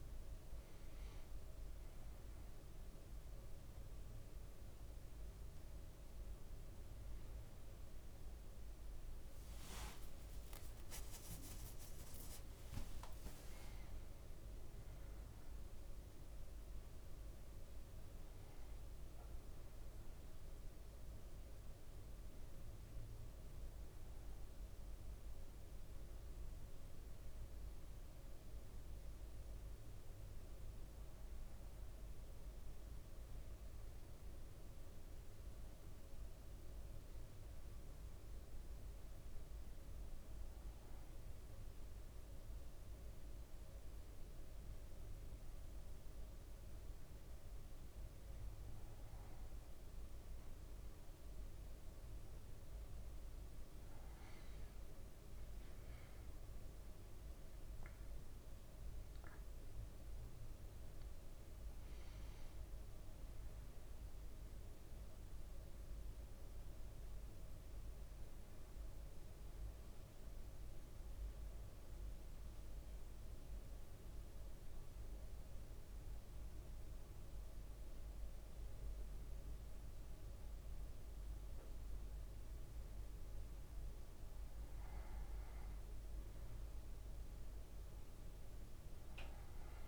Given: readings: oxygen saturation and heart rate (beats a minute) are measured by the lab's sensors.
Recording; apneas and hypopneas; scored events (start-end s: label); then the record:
breathing in sleep, hard to hear, by a room microphone; 1
0.00-17.50 s: oxygen desaturation (device-marked, oxygen 95% lowest, heart rate 57 extreme)
7.00-11.50 s: arousal
40.50-89.88 s: new sleep stage, N2 (light sleep)
70.50-84.50 s: central apnea (oxygen 99% before, 95% lowest, heart rate 60 before, 58 extreme, up 3 after)
87.00-89.88 s: arousal
From the record:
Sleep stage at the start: N1 (lightest sleep); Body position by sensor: on the back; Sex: male